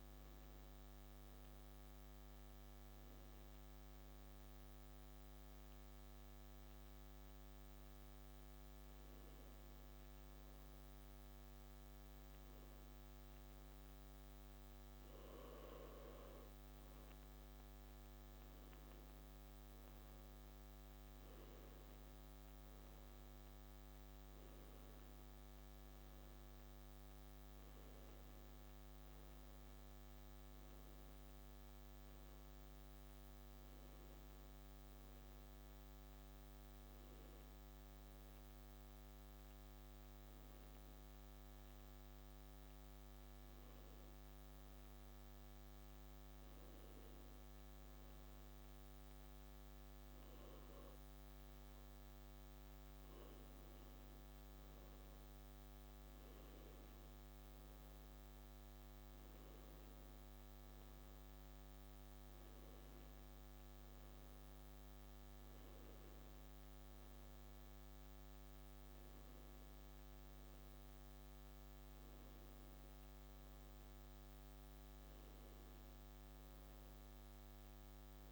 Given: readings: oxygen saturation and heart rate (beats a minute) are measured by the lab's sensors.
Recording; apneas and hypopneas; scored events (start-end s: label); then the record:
breathing in sleep, hard to hear, by a microphone on the trachea; 2
3.00-17.00 s: hypopnea (oxygen 96% before, 95% lowest, heart rate 136 before, 87 extreme, up 7 after)
20.00-25.00 s: arousal
39.50-53.00 s: hypopnea (oxygen 96% before, 95% lowest, heart rate 120 before, 101 extreme)
54.50-59.50 s: arousal
From the record:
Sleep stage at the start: N2 (light sleep); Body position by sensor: on the back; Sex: male